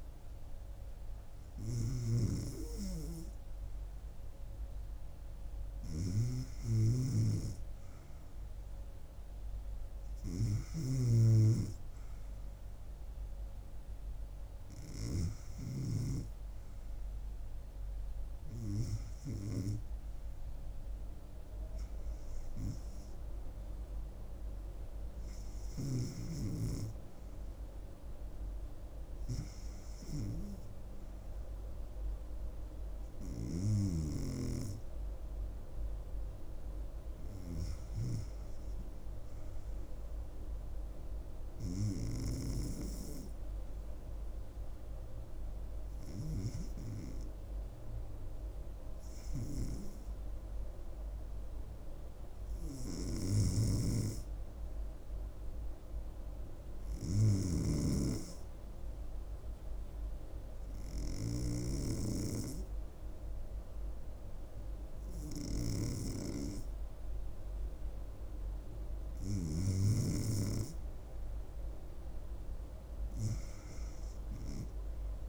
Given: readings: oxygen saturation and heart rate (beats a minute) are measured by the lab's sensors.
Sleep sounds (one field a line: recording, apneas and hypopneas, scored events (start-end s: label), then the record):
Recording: breathing in sleep by a room microphone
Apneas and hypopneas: 1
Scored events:
0.00-2.00 s: oxygen desaturation (device-marked, oxygen 90% lowest, heart rate 76 extreme)
6.50-11.00 s: snoring (device-marked)
42.00-66.00 s: hypopnea (oxygen 95% before, 91% lowest, heart rate 77 before, 76 extreme, up 3 after)
66.50-70.50 s: arousal
From the record:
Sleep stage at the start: REM sleep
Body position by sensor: on the back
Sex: female